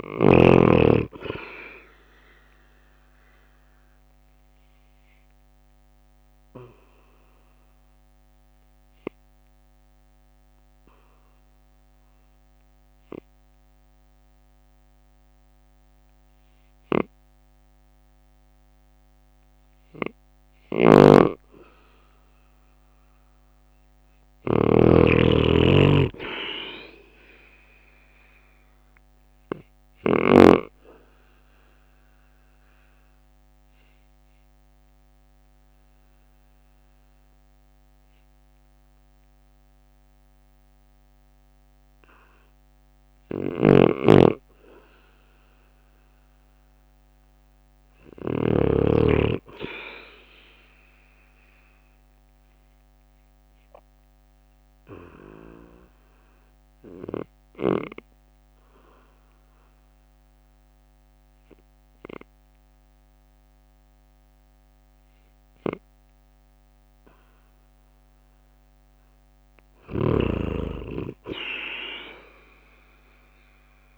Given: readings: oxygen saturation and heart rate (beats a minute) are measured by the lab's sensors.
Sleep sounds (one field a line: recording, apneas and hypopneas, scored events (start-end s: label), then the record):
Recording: breathing in sleep by a microphone on the trachea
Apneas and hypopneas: 3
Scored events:
0.00-16.50 s: oxygen desaturation (device-marked, oxygen 91% lowest, heart rate 49 extreme)
1.50-10.50 s: drop in pulse transit time (device-marked, heart rate 53 before, 51 extreme)
7.00-20.50 s: obstructive apnea (oxygen 97% before, 91% lowest, heart rate 54 before, 49 extreme, up 7 after)
20.00-30.00 s: snoring (device-marked)
21.00-25.00 s: arousal
25.50-30.50 s: oxygen desaturation (device-marked, oxygen 97% before, 93% lowest, heart rate 52 before, 49 extreme)
25.50-38.50 s: drop in pulse transit time (device-marked, heart rate 52 before, 49 extreme)
30.50-43.00 s: obstructive apnea (oxygen 97% before, 93% lowest, heart rate 53 before, 49 extreme, up 5 after)
43.00-48.50 s: snoring (device-marked)
45.00-48.50 s: arousal
49.50-67.50 s: oxygen desaturation (device-marked, oxygen 98% before, 93% lowest, heart rate 52 before, 47 extreme)
57.00-68.50 s: obstructive apnea (oxygen 98% before, 93% lowest, heart rate 52 before, 47 extreme, up 4 after)
71.00-73.97 s: arousal
From the record:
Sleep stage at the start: N2 (light sleep)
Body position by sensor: on the right side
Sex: male